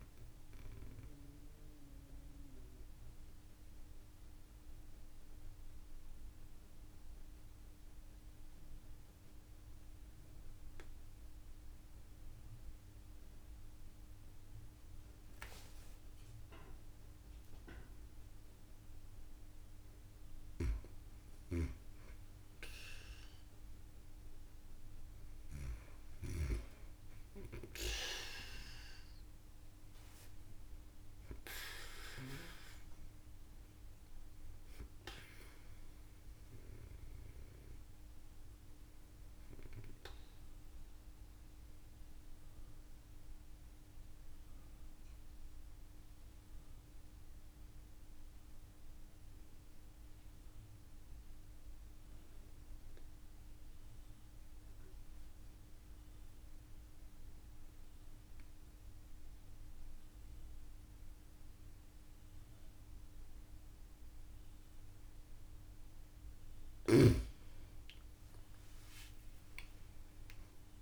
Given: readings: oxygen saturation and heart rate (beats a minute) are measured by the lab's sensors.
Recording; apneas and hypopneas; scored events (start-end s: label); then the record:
breathing in sleep by a room microphone; 2
0.50-19.50 s: mixed apnea (oxygen 96% before, 91% lowest)
28.00-33.50 s: arousal
40.00-65.50 s: mixed apnea (oxygen 97% before, 91% lowest)
67.50-70.82 s: arousal
From the record:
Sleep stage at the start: N2 (light sleep); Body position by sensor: on the back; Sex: female